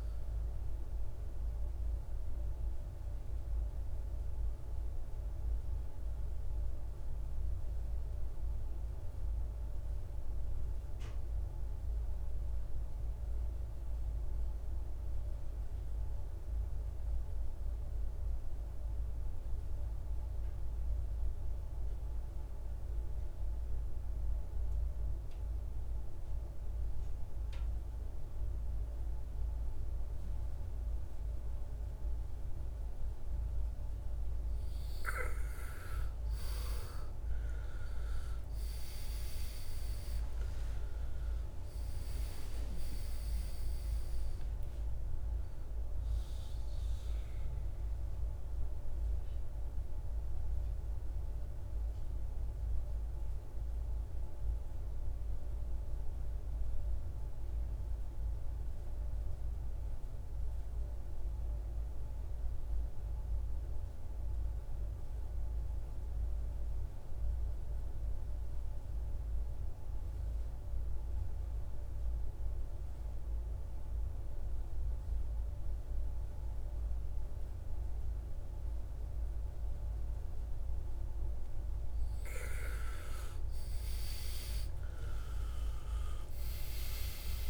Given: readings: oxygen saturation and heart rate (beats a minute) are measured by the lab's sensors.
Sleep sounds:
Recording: breathing in sleep, hard to hear, by a room microphone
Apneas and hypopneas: 2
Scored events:
0.00-16.00 s: oxygen desaturation (device-marked, oxygen 82% lowest, heart rate 52 extreme)
4.00-33.00 s: mixed apnea (oxygen 99% before, 82% lowest, heart rate 68 before, 52 extreme, up 20 after)
30.00-60.00 s: oxygen desaturation (device-marked, oxygen 99% before, 82% lowest, heart rate 54 before, 49 extreme)
34.00-37.50 s: arousal
48.00-80.50 s: mixed apnea (oxygen 99% before, 80% lowest, heart rate 69 before, 49 extreme, up 20 after)
76.00-87.50 s: oxygen desaturation (device-marked, oxygen 99% before, 80% lowest, heart rate 53 before, 55 extreme)
83.00-87.50 s: arousal
From the record:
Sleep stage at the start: N2 (light sleep)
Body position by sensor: on the back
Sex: male

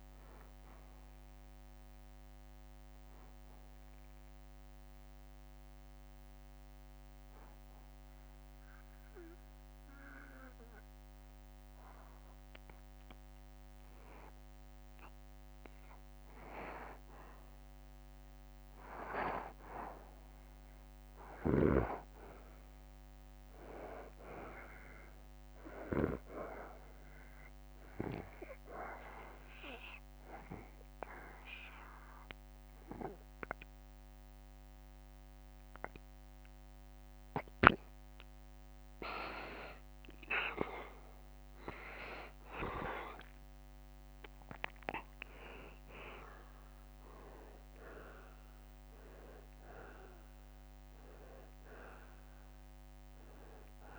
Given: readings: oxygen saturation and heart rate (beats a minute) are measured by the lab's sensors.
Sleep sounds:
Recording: breathing in sleep by a microphone on the trachea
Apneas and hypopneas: 2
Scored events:
0.00-11.00 s: drop in pulse transit time (device-marked, heart rate 73 extreme)
0.00-26.00 s: oxygen desaturation (device-marked, oxygen 87% lowest, heart rate 71 extreme)
3.00-14.00 s: obstructive apnea (oxygen 95% before, 87% lowest, heart rate 74 before, 71 extreme, up 0 after)
16.50-20.00 s: arousal
28.00-38.00 s: obstructive apnea (oxygen 96% before, 89% lowest, heart rate 72 before, 72 extreme, up 2 after)
43.50-48.00 s: arousal
51.00-53.98 s: oxygen desaturation (device-marked, oxygen 94% before, 89% lowest, heart rate 74 before, 70 extreme)
From the record:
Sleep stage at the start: N2 (light sleep)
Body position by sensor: on the back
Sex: male

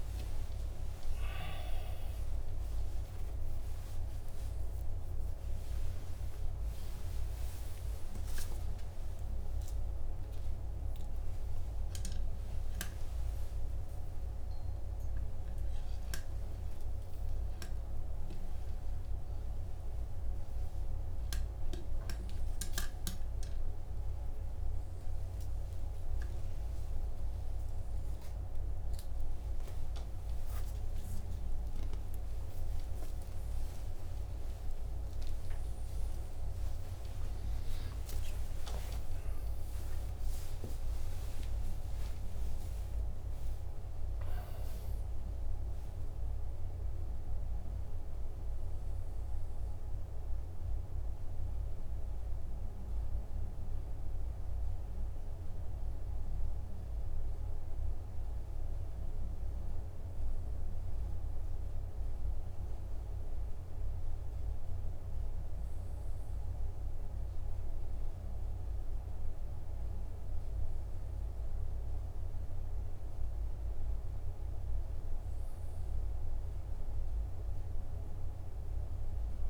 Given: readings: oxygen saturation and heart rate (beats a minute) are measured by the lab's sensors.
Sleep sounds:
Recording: a person awake in a sleep study, hard to hear, by a room microphone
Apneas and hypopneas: none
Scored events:
58.00-79.50 s: new sleep stage, N1 (lightest sleep)
From the record:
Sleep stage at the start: awake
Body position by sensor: on the back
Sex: male

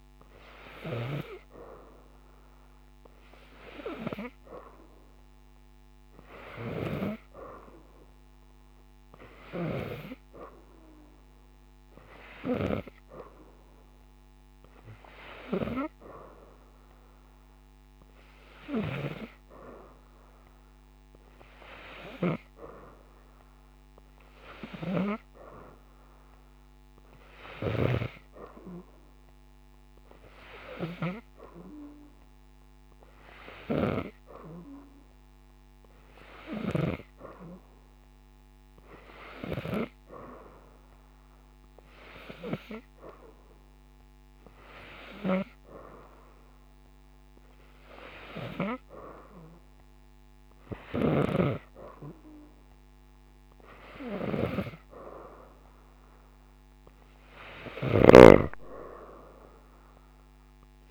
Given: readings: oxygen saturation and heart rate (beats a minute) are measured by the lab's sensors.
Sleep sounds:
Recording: breathing in sleep by a microphone on the trachea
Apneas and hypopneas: none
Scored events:
none scored
From the record:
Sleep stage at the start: N3 (deep sleep)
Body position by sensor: upright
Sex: female

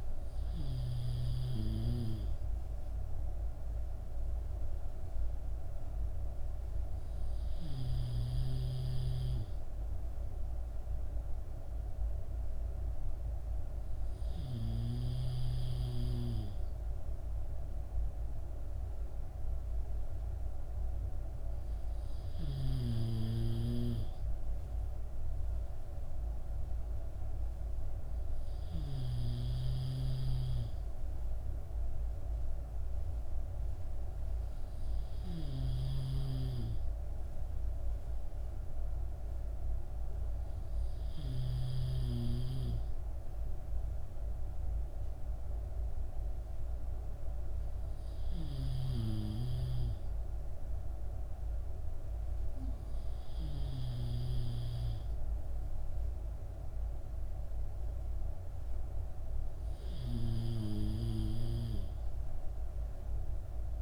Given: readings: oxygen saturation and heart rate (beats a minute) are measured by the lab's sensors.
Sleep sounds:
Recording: breathing in sleep by a room microphone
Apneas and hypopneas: none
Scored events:
none scored
From the record:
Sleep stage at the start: N3 (deep sleep)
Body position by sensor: on the back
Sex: male

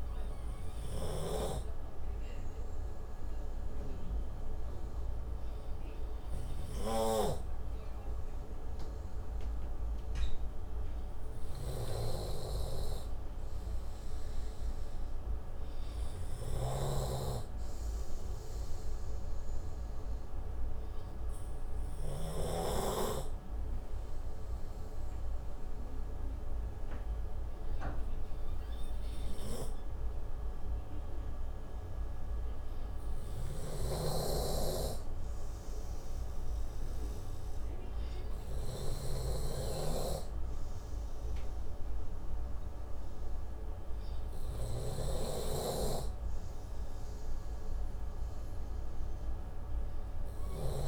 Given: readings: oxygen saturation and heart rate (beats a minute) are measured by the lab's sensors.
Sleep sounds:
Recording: breathing in sleep by a room microphone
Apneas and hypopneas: none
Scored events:
17.00-23.00 s: snoring (device-marked)
34.00-40.00 s: snoring (device-marked)
46.00-50.88 s: snoring (device-marked)
From the record:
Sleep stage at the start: N2 (light sleep)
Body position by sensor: on the right side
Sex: male

